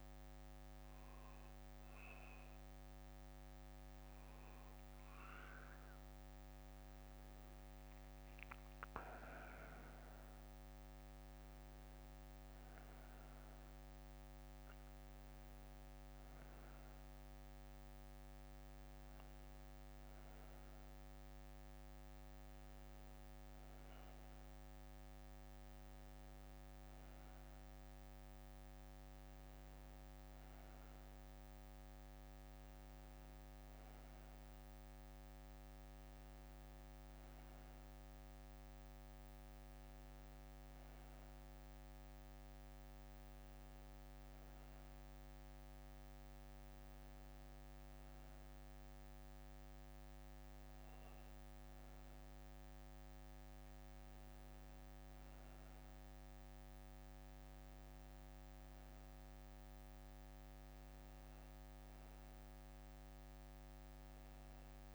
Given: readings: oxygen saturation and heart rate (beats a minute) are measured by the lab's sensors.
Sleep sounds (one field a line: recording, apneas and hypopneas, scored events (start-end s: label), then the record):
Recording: breathing in sleep, hard to hear, by a microphone on the trachea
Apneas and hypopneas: none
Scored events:
16.00-19.00 s: bradycardia (device-marked, heart rate 69 before, 60 extreme)
38.00-42.00 s: bradycardia (device-marked, heart rate 69 before, 59 extreme)
47.00-51.00 s: bradycardia (device-marked, heart rate 69 before, 59 extreme)
From the record:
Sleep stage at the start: N1 (lightest sleep)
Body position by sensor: on the back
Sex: male